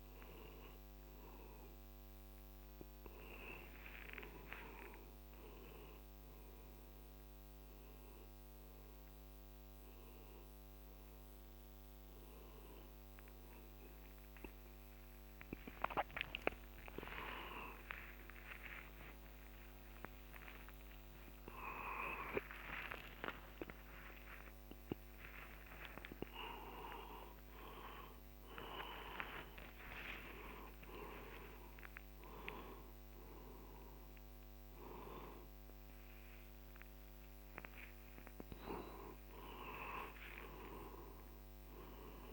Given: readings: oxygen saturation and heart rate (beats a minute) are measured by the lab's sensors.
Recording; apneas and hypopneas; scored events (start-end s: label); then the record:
a person awake in a sleep study, by a microphone on the trachea; none
0.00-3.50 s: oxygen desaturation (device-marked, oxygen 90% lowest, heart rate 59 extreme)
From the record:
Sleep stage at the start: awake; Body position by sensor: on the back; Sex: male